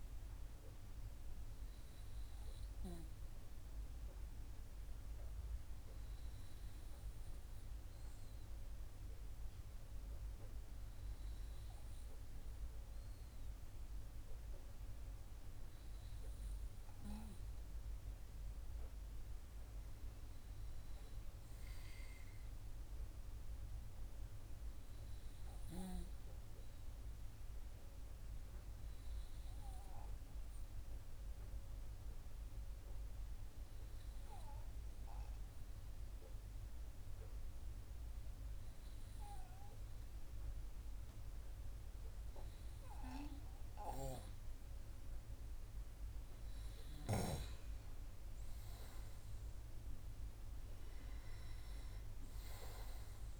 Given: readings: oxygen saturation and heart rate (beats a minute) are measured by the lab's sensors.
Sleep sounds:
breathing in sleep by a room microphone; none
13.50-53.40 s: new sleep stage, N2 (light sleep)
From the record:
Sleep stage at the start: N3 (deep sleep); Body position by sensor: on the right side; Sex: male

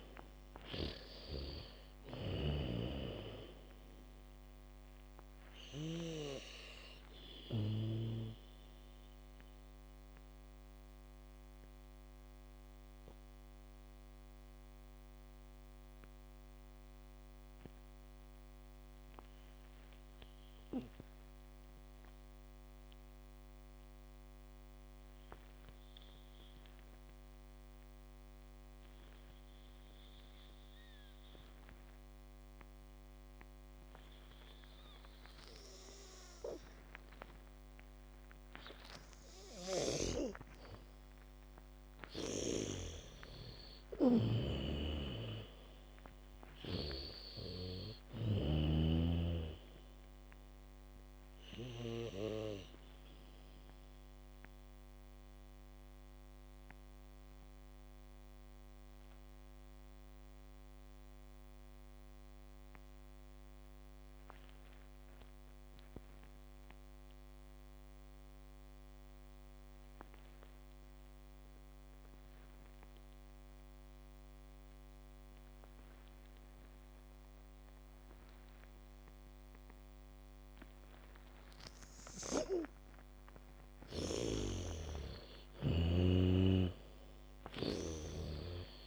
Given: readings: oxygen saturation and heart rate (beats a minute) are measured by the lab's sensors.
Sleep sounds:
breathing in sleep by a microphone on the trachea; 2
0.00-1.50 s: arousal
0.00-2.50 s: bradycardia (device-marked, heart rate 57 extreme)
0.00-3.00 s: snoring (device-marked)
0.00-23.50 s: oxygen desaturation (device-marked, oxygen 81% lowest, heart rate 50 extreme)
11.00-38.50 s: mixed apnea (oxygen 99% before, 81% lowest, heart rate 65 before, 56 extreme, up 13 after)
31.50-41.50 s: bradycardia (device-marked, heart rate 72 before, 56 extreme)
35.50-66.50 s: oxygen desaturation (device-marked, oxygen 99% before, 83% lowest, heart rate 74 before, 42 extreme)
39.50-46.00 s: arousal
42.50-49.00 s: snoring (device-marked)
53.00-82.00 s: mixed apnea (oxygen 99% before, 81% lowest, heart rate 67 before, 42 extreme)
76.50-88.87 s: bradycardia (device-marked, heart rate 72 before, 46 extreme)
80.50-88.87 s: oxygen desaturation (device-marked, oxygen 99% before, 81% lowest, heart rate 71 before, 42 extreme)
84.50-88.50 s: snoring (device-marked)
87.00-88.87 s: arousal
From the record:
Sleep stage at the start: N2 (light sleep); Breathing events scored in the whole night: 246 in 3.3 hours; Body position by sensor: on the back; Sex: female

